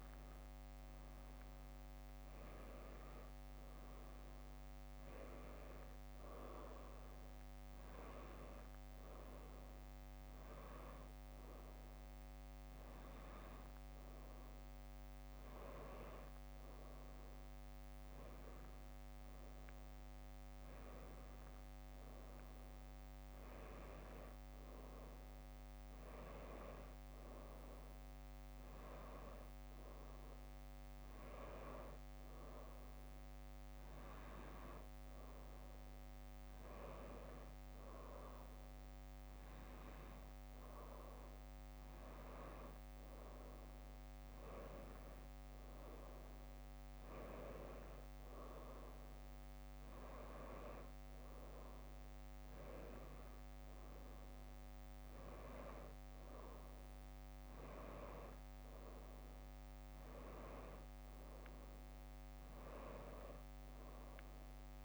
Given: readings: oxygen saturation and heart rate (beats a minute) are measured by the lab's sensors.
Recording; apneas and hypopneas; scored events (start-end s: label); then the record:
breathing in sleep by a microphone on the trachea; none
29.50-33.00 s: arousal
43.50-44.50 s: leg movement (device-marked)
62.00-64.00 s: bradycardia (device-marked, heart rate 70 before, 63 extreme)
From the record:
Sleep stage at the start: N2 (light sleep); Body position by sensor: on the back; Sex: female